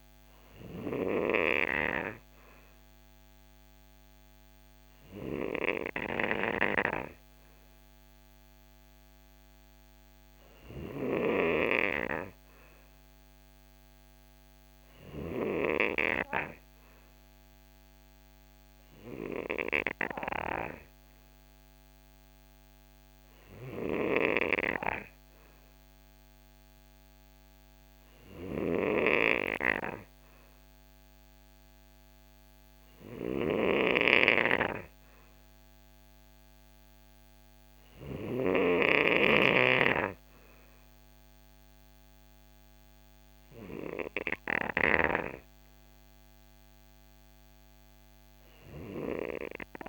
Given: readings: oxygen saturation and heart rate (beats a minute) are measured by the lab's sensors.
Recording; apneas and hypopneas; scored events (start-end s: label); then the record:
breathing in sleep by a microphone on the trachea; none
none scored
From the record:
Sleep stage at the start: N3 (deep sleep); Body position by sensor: on the right side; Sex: male